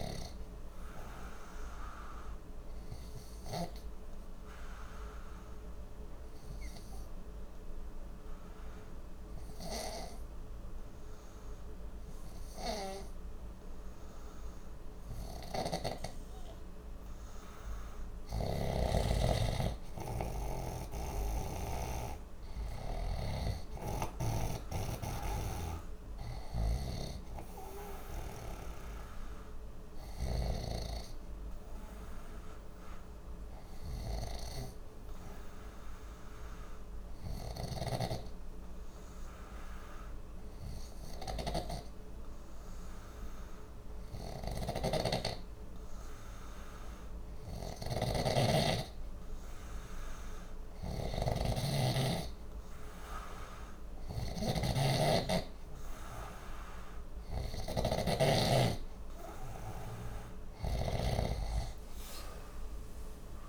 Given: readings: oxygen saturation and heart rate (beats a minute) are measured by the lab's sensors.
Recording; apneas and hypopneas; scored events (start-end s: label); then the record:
breathing in sleep by a room microphone; 2
2.00-17.50 s: obstructive apnea (oxygen 94% before, 92% lowest, heart rate 60 before, 59 extreme, up 3 after)
18.00-24.00 s: snoring (device-marked)
19.00-23.00 s: arousal
32.50-49.00 s: obstructive apnea (oxygen 96% before, 93% lowest, heart rate 61 before, 60 extreme, up 0 after)
47.50-61.00 s: snoring (device-marked)
62.00-63.49 s: arousal
From the record:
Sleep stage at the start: N2 (light sleep); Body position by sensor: on the left side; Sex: male